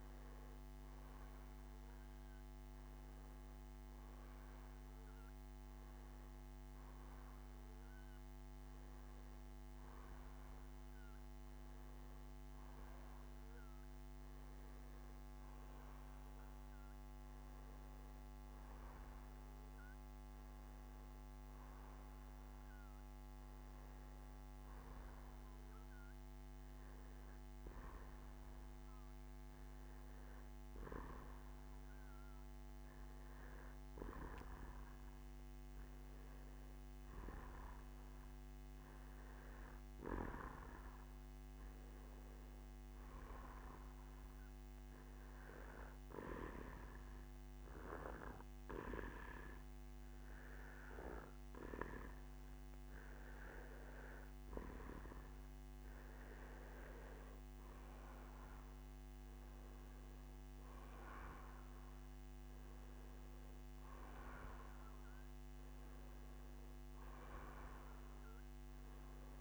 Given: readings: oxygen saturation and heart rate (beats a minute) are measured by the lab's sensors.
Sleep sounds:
breathing in sleep by a microphone on the trachea; 1
38.00-41.50 s: arousal
44.00-56.00 s: hypopnea (oxygen 93% before, 89% lowest, heart rate 68 before, 59 extreme, up 3 after)
58.50-62.50 s: arousal
From the record:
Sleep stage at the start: N2 (light sleep); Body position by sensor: on the back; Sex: male

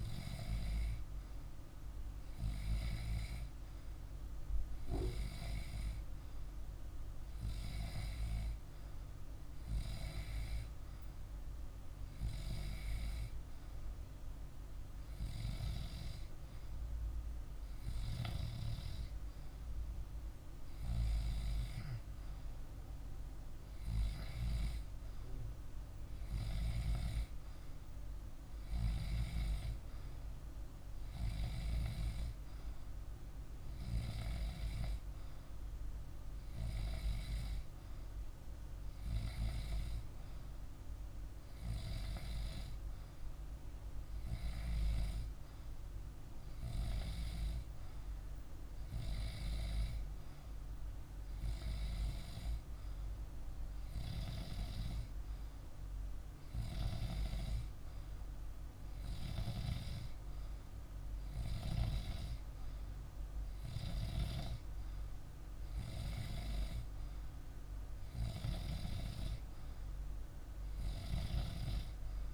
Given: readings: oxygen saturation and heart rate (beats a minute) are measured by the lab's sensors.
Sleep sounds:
breathing in sleep by a room microphone; none
none scored
From the record:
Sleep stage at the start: N2 (light sleep); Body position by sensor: on the back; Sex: male

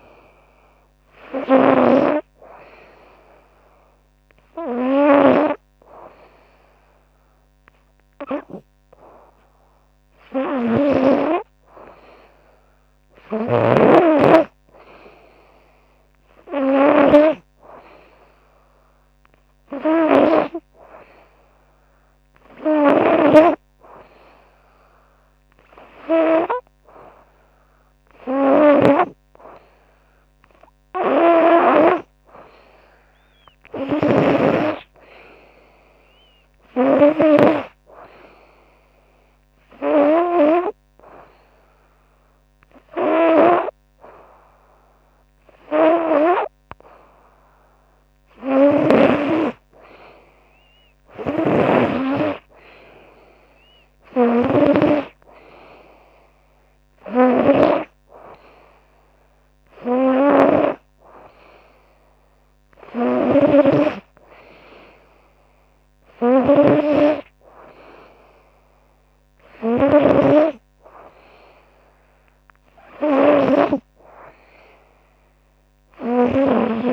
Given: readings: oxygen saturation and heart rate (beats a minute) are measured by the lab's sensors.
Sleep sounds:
breathing in sleep by a microphone on the trachea; none
0.00-1.50 s: snoring (device-marked)
22.50-37.00 s: snoring (device-marked)
50.50-54.50 s: snoring (device-marked)
63.00-73.00 s: snoring (device-marked)
From the record:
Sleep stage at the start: N2 (light sleep); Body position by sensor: on the right side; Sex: female

